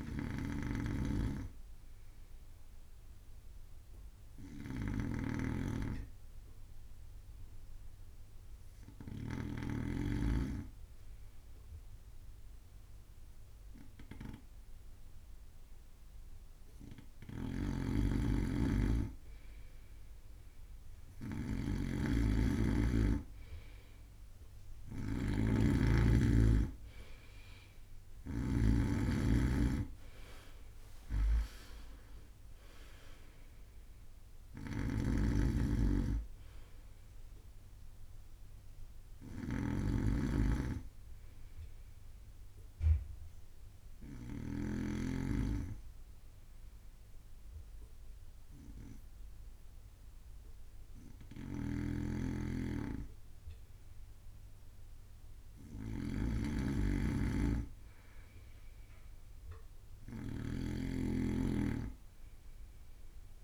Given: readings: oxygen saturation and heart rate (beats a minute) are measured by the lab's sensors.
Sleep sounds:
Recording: breathing in sleep by a room microphone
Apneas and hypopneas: 2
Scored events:
0.00-10.00 s: snoring (device-marked)
2.50-17.50 s: hypopnea (oxygen 96% before, 95% lowest)
17.50-29.00 s: snoring (device-marked)
19.50-23.50 s: arousal
35.00-45.00 s: snoring (device-marked)
45.50-56.00 s: obstructive apnea (oxygen 98% before, 94% lowest)
51.50-63.44 s: snoring (device-marked)
59.50-63.44 s: arousal
From the record:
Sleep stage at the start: N2 (light sleep)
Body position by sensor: on the right side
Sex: male

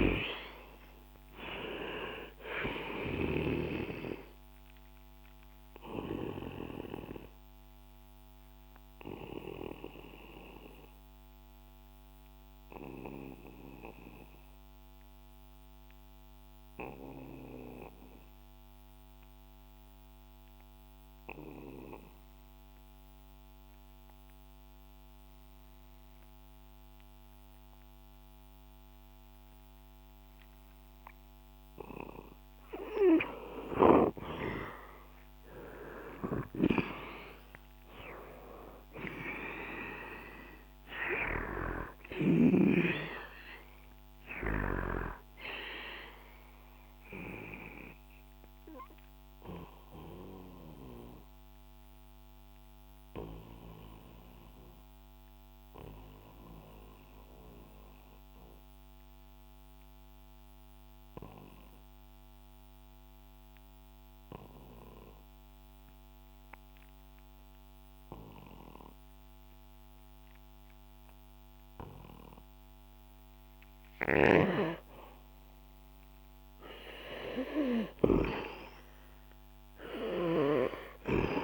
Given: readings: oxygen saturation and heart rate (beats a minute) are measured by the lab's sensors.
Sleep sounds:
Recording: breathing in sleep by a microphone on the trachea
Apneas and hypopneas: 2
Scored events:
0.00-2.50 s: arousal
0.00-27.00 s: oxygen desaturation (device-marked, oxygen 90% lowest, heart rate 65 extreme)
7.00-32.50 s: obstructive apnea (oxygen 99% before, 90% lowest, heart rate 69 before, 64 extreme, up 9 after)
34.50-38.00 s: arousal
47.00-75.00 s: obstructive apnea (oxygen 99% before, 90% lowest, heart rate 70 before, 61 extreme, up 2 after)
58.00-69.00 s: oxygen desaturation (device-marked, oxygen 94% before, 90% lowest, heart rate 69 before, 63 extreme)
76.50-79.50 s: arousal
From the record:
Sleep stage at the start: N2 (light sleep)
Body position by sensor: on the back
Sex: male

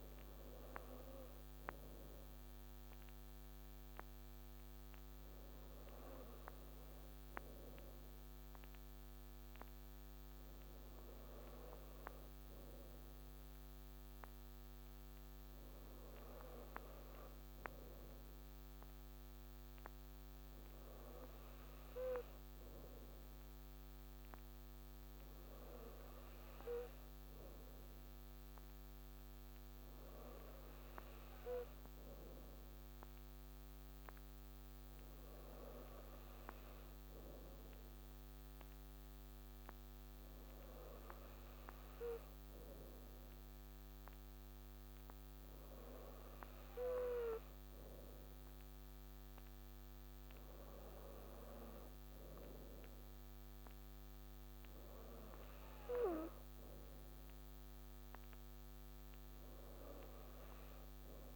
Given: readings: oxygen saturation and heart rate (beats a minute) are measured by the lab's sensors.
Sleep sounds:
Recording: breathing in sleep by a microphone on the trachea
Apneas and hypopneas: none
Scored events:
none scored
From the record:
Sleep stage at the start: N2 (light sleep)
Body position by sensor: on the right side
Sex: female

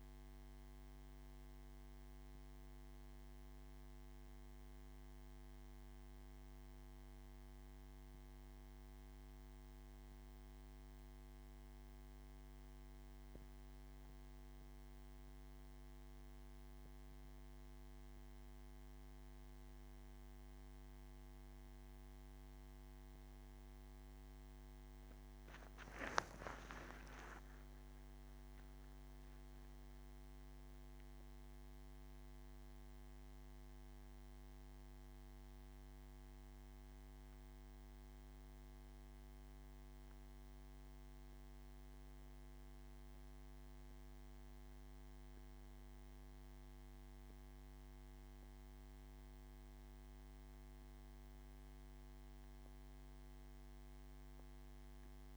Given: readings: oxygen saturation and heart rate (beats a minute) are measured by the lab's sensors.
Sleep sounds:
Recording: a person awake in a sleep study, hard to hear, by a microphone on the trachea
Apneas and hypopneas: none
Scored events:
none scored
From the record:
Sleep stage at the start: awake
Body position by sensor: on the back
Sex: male

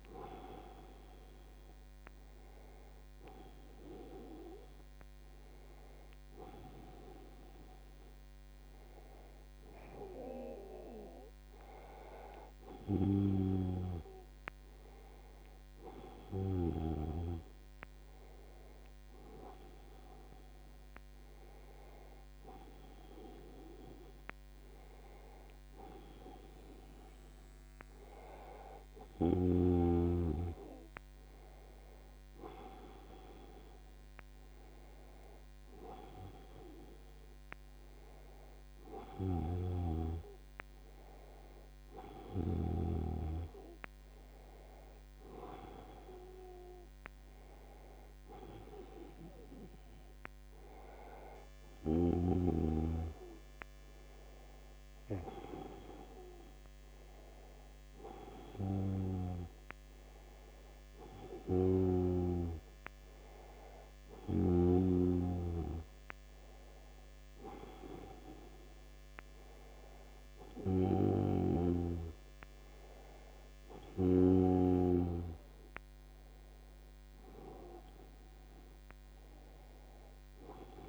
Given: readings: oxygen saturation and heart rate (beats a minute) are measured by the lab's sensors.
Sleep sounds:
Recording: breathing in sleep by a microphone on the trachea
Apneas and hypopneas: none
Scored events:
none scored
From the record:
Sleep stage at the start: N1 (lightest sleep)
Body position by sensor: on the back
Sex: male

